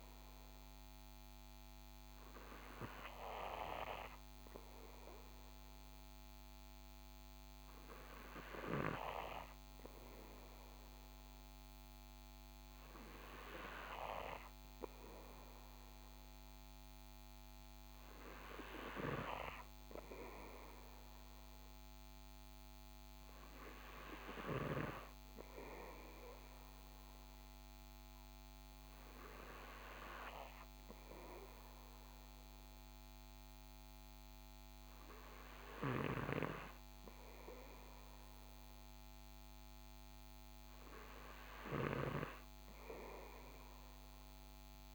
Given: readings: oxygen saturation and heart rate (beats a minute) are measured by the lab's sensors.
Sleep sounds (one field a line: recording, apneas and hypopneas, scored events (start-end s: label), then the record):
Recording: breathing in sleep by a microphone on the trachea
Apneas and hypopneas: none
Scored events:
none scored
From the record:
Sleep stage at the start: N2 (light sleep)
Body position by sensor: on the right side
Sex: male